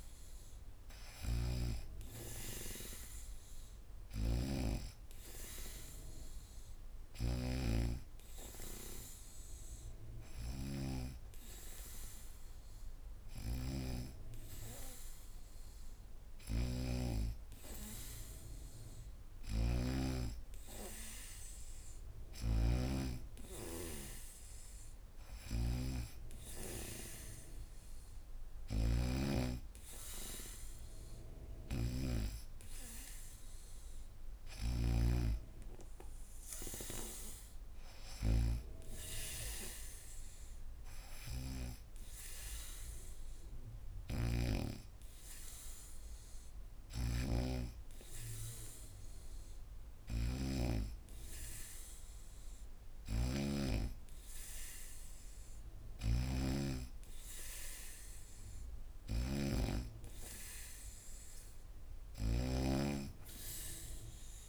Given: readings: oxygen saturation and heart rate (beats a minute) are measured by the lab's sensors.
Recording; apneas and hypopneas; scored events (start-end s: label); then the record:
breathing in sleep by a room microphone; none
0.00-1.50 s: snoring (device-marked)
0.00-12.00 s: oxygen desaturation (device-marked, oxygen 90% lowest, heart rate 75 extreme)
3.50-34.50 s: snoring (device-marked)
24.00-38.00 s: oxygen desaturation (device-marked, oxygen 95% before, 91% lowest, heart rate 77 before, 75 extreme)
43.50-64.48 s: snoring (device-marked)
From the record:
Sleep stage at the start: N2 (light sleep); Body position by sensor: on the back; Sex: female